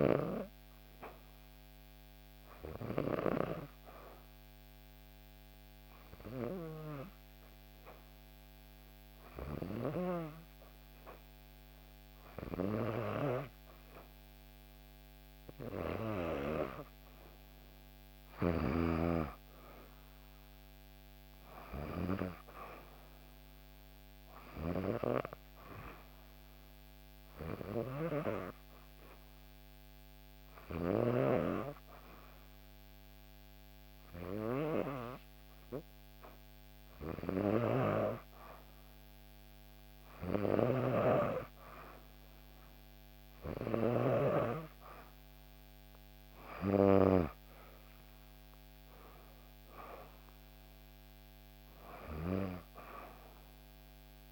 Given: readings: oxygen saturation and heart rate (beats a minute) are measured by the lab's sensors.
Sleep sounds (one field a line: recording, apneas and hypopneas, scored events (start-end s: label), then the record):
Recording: breathing in sleep by a microphone on the trachea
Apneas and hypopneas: 2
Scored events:
3.00-16.50 s: hypopnea (oxygen 96% before, 93% lowest, heart rate 66 before, 62 extreme, up 5 after)
18.50-22.50 s: arousal
27.00-44.00 s: hypopnea (oxygen 95% before, 93% lowest, heart rate 64 before, 63 extreme, up 7 after)
48.00-52.00 s: arousal
From the record:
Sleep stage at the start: N2 (light sleep)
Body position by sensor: on the back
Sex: female